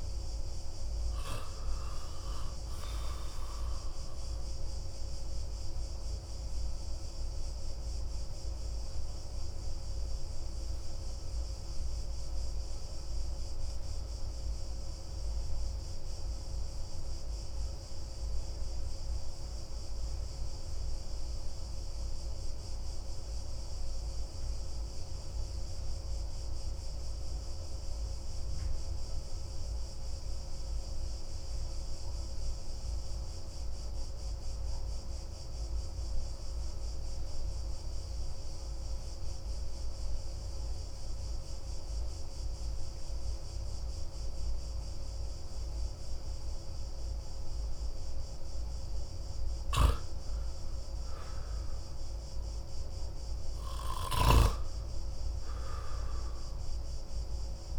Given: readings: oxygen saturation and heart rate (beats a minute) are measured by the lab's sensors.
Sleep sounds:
breathing in sleep, hard to hear, by a room microphone; 1
7.50-46.50 s: obstructive apnea (oxygen 98% before, 88% lowest)
16.00-33.00 s: oxygen desaturation (device-marked, oxygen 95% before, 91% lowest)
50.00-53.50 s: arousal
From the record:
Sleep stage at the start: N2 (light sleep); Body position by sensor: on the back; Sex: male

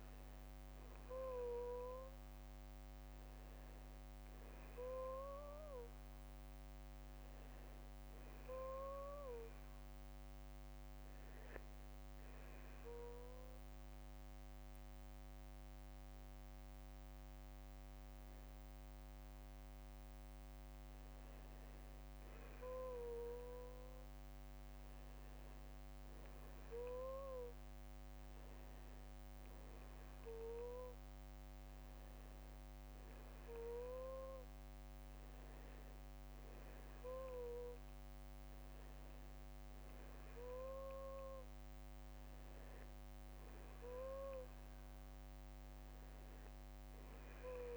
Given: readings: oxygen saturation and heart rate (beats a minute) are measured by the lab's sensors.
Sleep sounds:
breathing in sleep by a microphone on the trachea; 1
11.50-21.50 s: obstructive apnea (oxygen 95% before, 93% lowest, heart rate 59 before, 47 extreme, up 11 after)
25.00-29.50 s: arousal
From the record:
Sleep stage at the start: N2 (light sleep); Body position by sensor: on the back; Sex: male

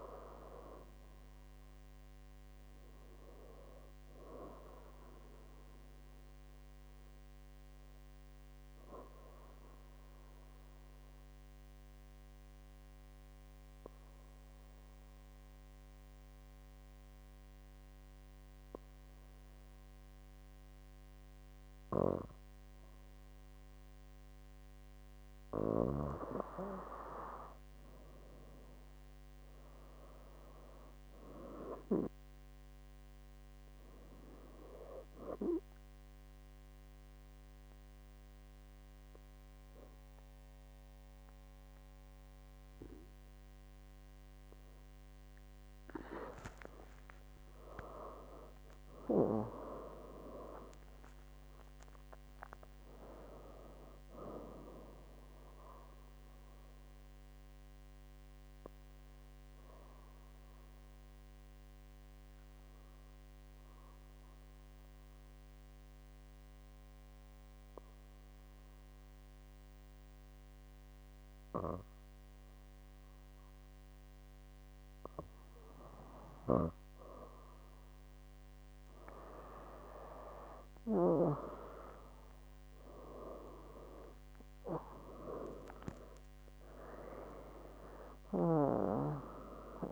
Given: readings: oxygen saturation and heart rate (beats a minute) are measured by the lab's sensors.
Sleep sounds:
breathing in sleep by a microphone on the trachea; 3
7.50-24.50 s: obstructive apnea (oxygen 98% before, 93% lowest, heart rate 77 before, 65 extreme, up 7 after)
27.50-31.00 s: arousal
36.50-46.50 s: obstructive apnea (oxygen 98% before, 93% lowest, heart rate 68 before, 63 extreme, up 33 after)
47.50-52.50 s: arousal
59.50-75.50 s: obstructive apnea (oxygen 97% before, 94% lowest, heart rate 79 before, 66 extreme, up 12 after)
80.50-87.50 s: arousal
From the record:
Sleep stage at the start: N2 (light sleep); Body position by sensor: on the back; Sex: female

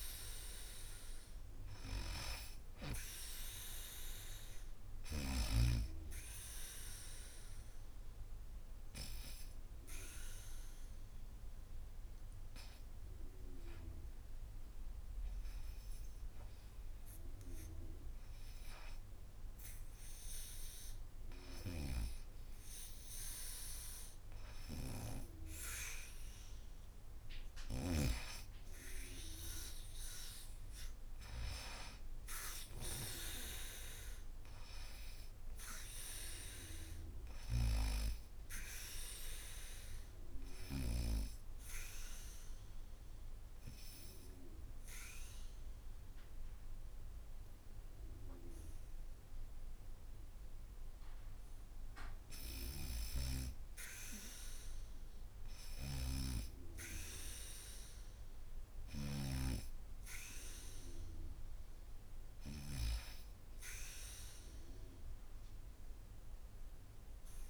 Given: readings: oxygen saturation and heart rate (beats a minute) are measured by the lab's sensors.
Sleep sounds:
breathing in sleep by a room microphone; 2
0.00-13.50 s: oxygen desaturation (device-marked, oxygen 88% lowest, heart rate 77 extreme)
6.00-18.50 s: hypopnea (oxygen 95% before, 88% lowest, heart rate 82 before, 77 extreme, up 0 after)
20.50-24.50 s: arousal
41.00-52.00 s: obstructive apnea (oxygen 99% before, 90% lowest, heart rate 80 before, 74 extreme, up 0 after)
53.00-56.50 s: arousal
55.00-58.50 s: snoring (device-marked)
59.50-67.50 s: oxygen desaturation (device-marked, oxygen 98% before, 91% lowest, heart rate 80 before, 74 extreme)
From the record:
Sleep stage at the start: N2 (light sleep); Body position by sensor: on the back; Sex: female

